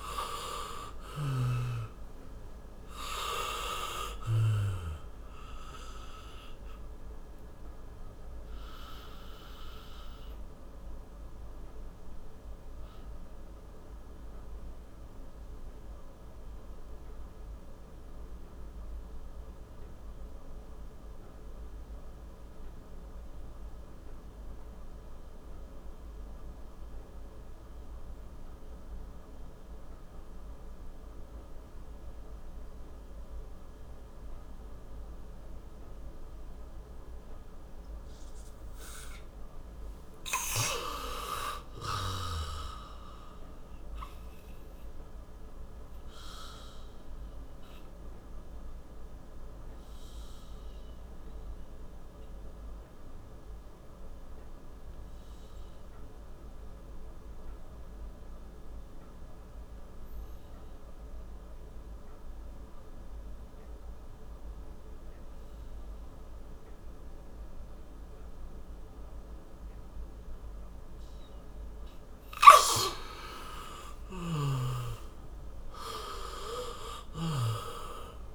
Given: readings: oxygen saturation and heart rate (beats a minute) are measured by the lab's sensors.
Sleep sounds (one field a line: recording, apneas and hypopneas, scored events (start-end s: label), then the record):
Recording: breathing in sleep by a room microphone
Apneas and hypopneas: 1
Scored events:
0.00-1.50 s: arousal
0.00-1.50 s: snoring (device-marked)
0.00-30.00 s: oxygen desaturation (device-marked, oxygen 96% before, 85% lowest, heart rate 63 before, 58 extreme)
7.00-71.00 s: obstructive apnea (oxygen 97% before, 85% lowest, heart rate 67 before, 55 extreme, up 8 after)
60.00-74.00 s: oxygen desaturation (device-marked, oxygen 96% before, 91% lowest, heart rate 65 before, 54 extreme)
73.50-78.35 s: arousal
From the record:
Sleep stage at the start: N2 (light sleep)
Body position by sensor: on the back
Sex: male